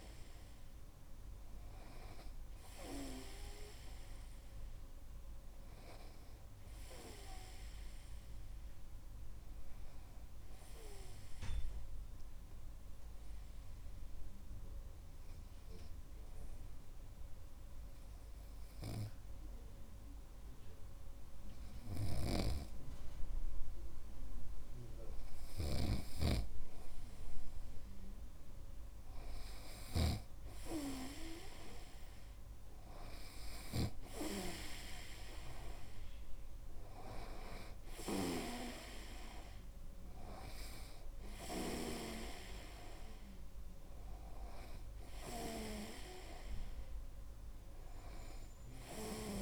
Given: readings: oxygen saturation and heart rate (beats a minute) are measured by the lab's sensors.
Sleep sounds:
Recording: breathing in sleep by a room microphone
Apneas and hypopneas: 1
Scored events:
11.00-23.00 s: hypopnea (oxygen 98% before, 96% lowest)
22.50-30.50 s: snoring (device-marked)
25.00-29.00 s: arousal
42.50-49.42 s: new sleep stage, REM sleep
From the record:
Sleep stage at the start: N2 (light sleep)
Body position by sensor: on the right side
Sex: male

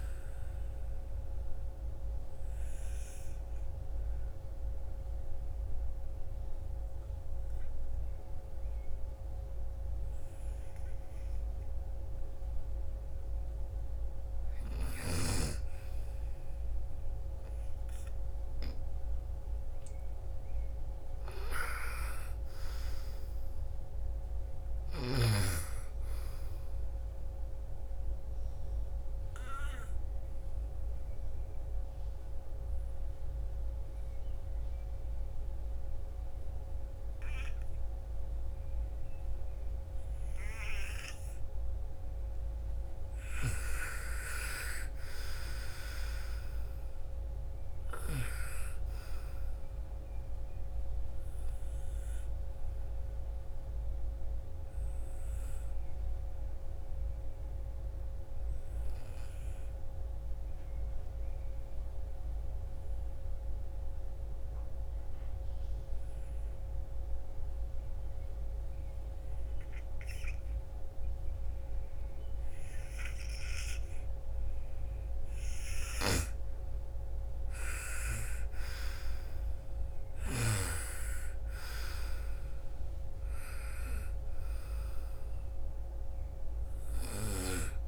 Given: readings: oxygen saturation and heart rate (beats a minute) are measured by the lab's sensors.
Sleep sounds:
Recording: breathing in sleep by a room microphone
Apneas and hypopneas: 3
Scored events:
0.00-8.00 s: oxygen desaturation (device-marked, oxygen 98% before, 89% lowest, heart rate 56 before, 55 extreme)
0.50-12.00 s: obstructive apnea (oxygen 98% before, 89% lowest, heart rate 56 before, 55 extreme, up 5 after)
17.00-21.00 s: arousal
19.00-39.00 s: oxygen desaturation (device-marked, oxygen 98% before, 92% lowest, heart rate 59 before, 56 extreme)
27.50-41.00 s: obstructive apnea (oxygen 98% before, 88% lowest, heart rate 60 before, 56 extreme, up 10 after)
42.00-46.00 s: arousal
46.00-68.00 s: oxygen desaturation (device-marked, oxygen 97% before, 91% lowest, heart rate 59 before, 48 extreme)
51.50-73.50 s: obstructive apnea (oxygen 97% before, 84% lowest, heart rate 59 before, 48 extreme, up 18 after)
75.00-79.50 s: snoring (device-marked)
75.00-87.88 s: oxygen desaturation (device-marked, oxygen 99% before, 88% lowest, heart rate 57 before, 51 extreme)
75.50-79.50 s: arousal
From the record:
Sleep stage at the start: N2 (light sleep)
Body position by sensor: on the right side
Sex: female

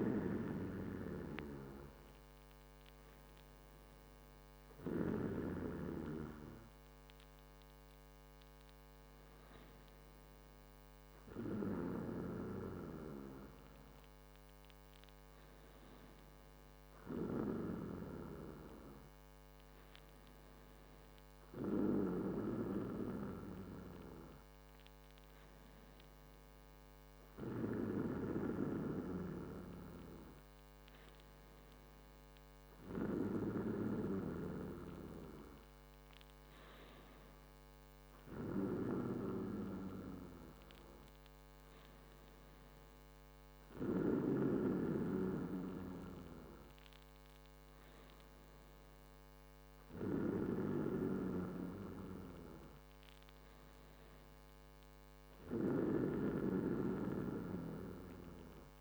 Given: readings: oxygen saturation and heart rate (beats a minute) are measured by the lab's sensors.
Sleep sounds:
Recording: breathing in sleep by a microphone on the trachea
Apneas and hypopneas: none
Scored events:
none scored
From the record:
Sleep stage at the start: N2 (light sleep)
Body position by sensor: on the back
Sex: male

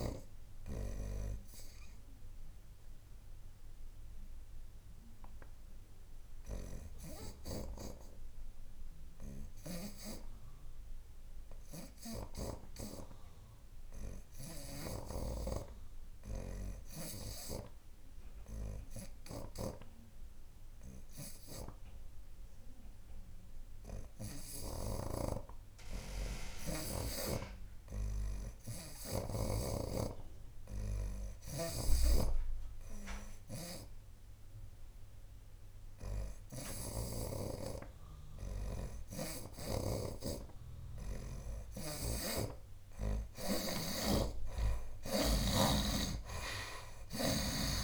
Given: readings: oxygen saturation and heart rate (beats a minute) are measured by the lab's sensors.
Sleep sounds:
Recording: breathing in sleep by a room microphone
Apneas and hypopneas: 1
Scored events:
0.00-16.00 s: oxygen desaturation (device-marked, oxygen 63% lowest, heart rate 73 extreme)
2.00-41.50 s: obstructive apnea (oxygen 87% before, 59% lowest, heart rate 84 before, 73 extreme, up 8 after)
14.50-25.00 s: snoring (device-marked)
18.00-47.84 s: oxygen desaturation (device-marked, oxygen 85% before, 59% lowest, heart rate 80 before, 74 extreme)
32.00-37.00 s: snoring (device-marked)
39.00-45.50 s: snoring (device-marked)
46.50-47.84 s: arousal
From the record:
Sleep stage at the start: N2 (light sleep)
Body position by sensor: on the right side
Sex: male

